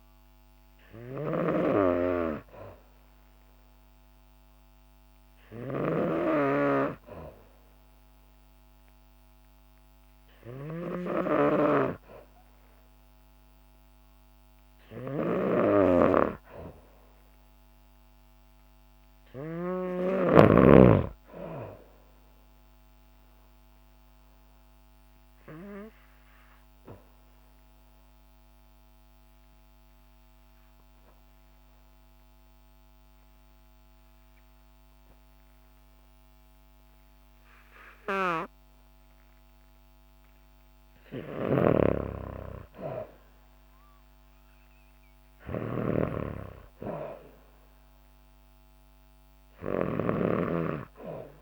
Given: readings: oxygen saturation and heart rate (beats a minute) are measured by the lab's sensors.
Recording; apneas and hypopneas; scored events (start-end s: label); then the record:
breathing in sleep by a microphone on the trachea; 1
0.00-19.50 s: snoring (device-marked)
17.00-20.00 s: arousal
23.50-40.00 s: obstructive apnea (oxygen 95% before, 89% lowest, heart rate 67 before, 60 extreme, up 0 after)
41.00-51.42 s: snoring (device-marked)
42.00-45.50 s: arousal
42.00-51.42 s: oxygen desaturation (device-marked, oxygen 97% before, 89% lowest, heart rate 67 before, 60 extreme)
From the record:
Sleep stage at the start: N2 (light sleep); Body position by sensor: on the back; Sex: female